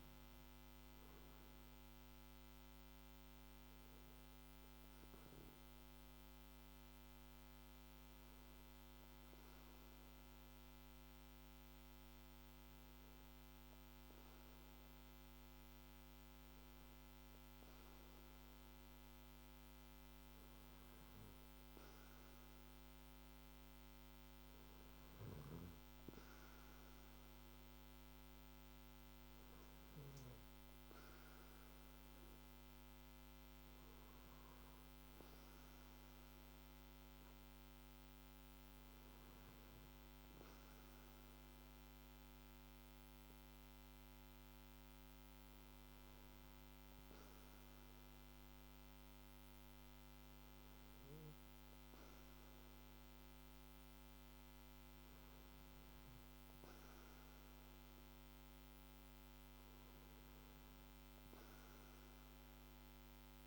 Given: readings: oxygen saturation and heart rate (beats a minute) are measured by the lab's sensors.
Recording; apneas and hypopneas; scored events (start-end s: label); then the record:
breathing in sleep, hard to hear, by a microphone on the trachea; none
none scored
From the record:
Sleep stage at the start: N2 (light sleep); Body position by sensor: on the back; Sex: male